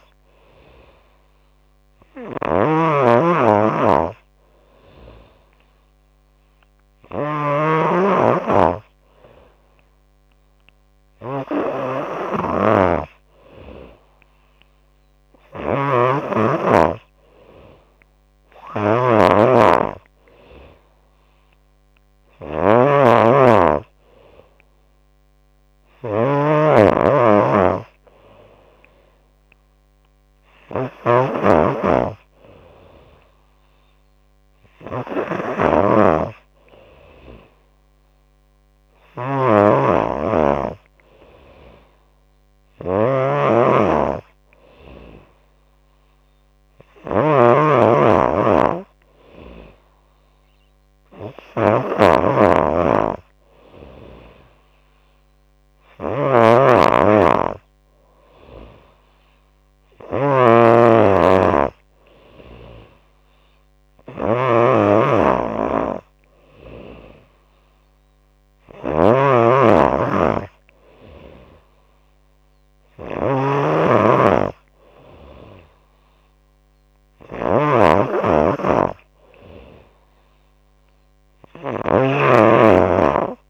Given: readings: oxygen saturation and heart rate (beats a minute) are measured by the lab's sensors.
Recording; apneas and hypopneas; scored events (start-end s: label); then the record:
breathing in sleep by a microphone on the trachea; none
0.00-83.50 s: snoring (device-marked)
0.50-6.50 s: tachycardia (device-marked, heart rate 91 before, 109 extreme)
4.00-6.00 s: long interval between heartbeats (device-marked, heart rate 94 before, 107 extreme)
9.50-16.50 s: tachycardia (device-marked, heart rate 91 before, 109 extreme)
17.00-19.00 s: long interval between heartbeats (device-marked, heart rate 100 before, 118 extreme)
24.50-34.50 s: drop in pulse transit time (device-marked, heart rate 103 before, 85 extreme)
32.50-34.50 s: long interval between heartbeats (device-marked, heart rate 97 before, 96 extreme)
75.00-77.00 s: long interval between heartbeats (device-marked, heart rate 86 before, 94 extreme)
From the record:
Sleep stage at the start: N3 (deep sleep); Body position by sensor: on the back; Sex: female